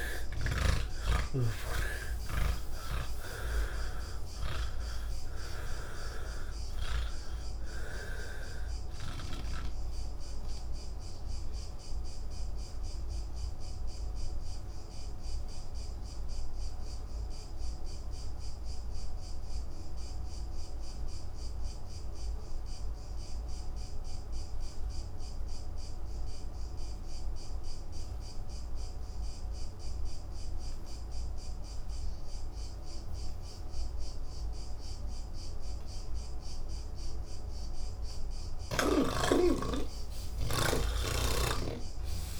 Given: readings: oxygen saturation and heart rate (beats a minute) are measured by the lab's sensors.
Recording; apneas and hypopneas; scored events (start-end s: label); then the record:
breathing in sleep by a room microphone; 1
0.00-1.00 s: snoring (device-marked)
5.50-23.50 s: oxygen desaturation (device-marked, oxygen 91% before, 79% lowest, heart rate 112 before, 87 extreme)
8.50-42.40 s: new sleep stage, N2 (light sleep)
9.50-37.00 s: obstructive apnea (oxygen 98% before, 79% lowest, heart rate 114 before, 76 extreme, up 49 after)
28.50-42.40 s: oxygen desaturation (device-marked, oxygen 99% before, 80% lowest, heart rate 145 before, 76 extreme)
From the record:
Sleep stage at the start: N3 (deep sleep); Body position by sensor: on the back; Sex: male